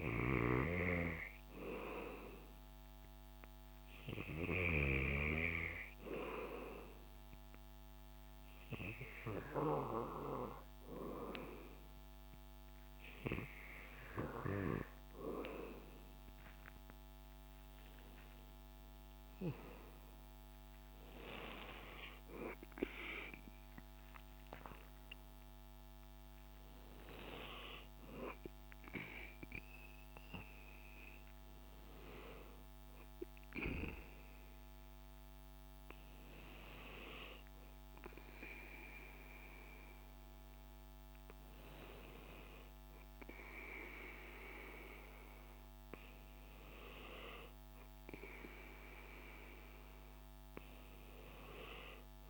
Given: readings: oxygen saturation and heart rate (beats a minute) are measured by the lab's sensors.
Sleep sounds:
breathing in sleep by a microphone on the trachea; none
none scored
From the record:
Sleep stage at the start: N2 (light sleep); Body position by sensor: on the back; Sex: male

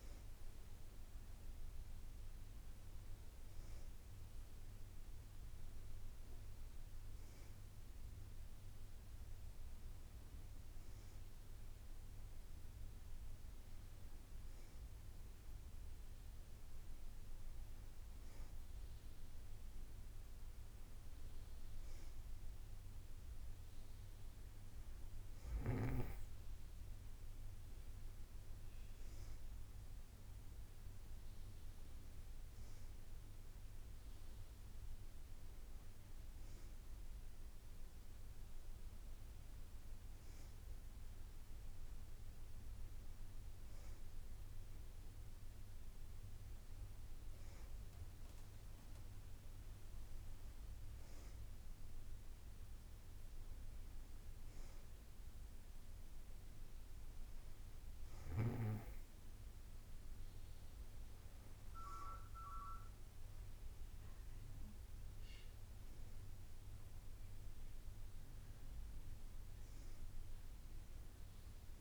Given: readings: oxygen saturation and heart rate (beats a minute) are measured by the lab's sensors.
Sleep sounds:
breathing in sleep, hard to hear, by a room microphone; none
none scored
From the record:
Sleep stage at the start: N2 (light sleep); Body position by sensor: on the back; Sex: female

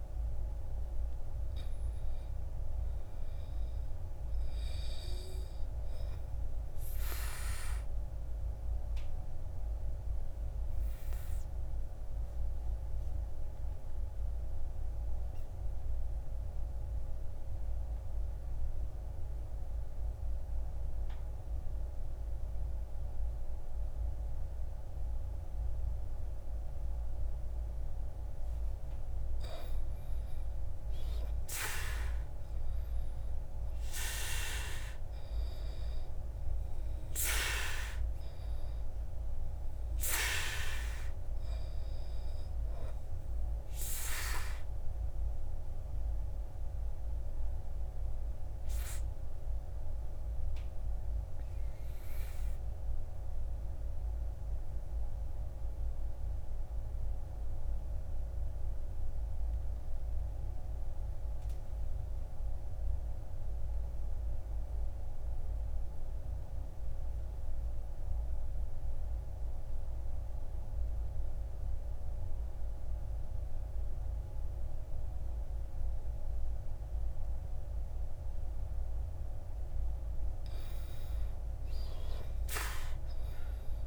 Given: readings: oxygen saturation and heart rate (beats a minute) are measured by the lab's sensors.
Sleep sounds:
breathing in sleep by a room microphone; 2
0.00-3.50 s: oxygen desaturation (device-marked, oxygen 75% lowest, heart rate 52 extreme)
3.50-6.00 s: arousal
9.00-28.00 s: obstructive apnea (oxygen 99% before, 86% lowest, heart rate 56 before, 51 extreme, up 12 after)
30.00-34.50 s: arousal
38.50-61.50 s: oxygen desaturation (device-marked, oxygen 96% before, 86% lowest, heart rate 60 before, 51 extreme)
46.00-79.50 s: obstructive apnea (oxygen 98% before, 79% lowest, heart rate 63 before, 51 extreme, up 10 after)
79.50-83.87 s: oxygen desaturation (device-marked, oxygen 98% before, 79% lowest, heart rate 59 before, 53 extreme)
81.50-83.87 s: arousal
From the record:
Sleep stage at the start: N2 (light sleep); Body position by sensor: on the back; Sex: male

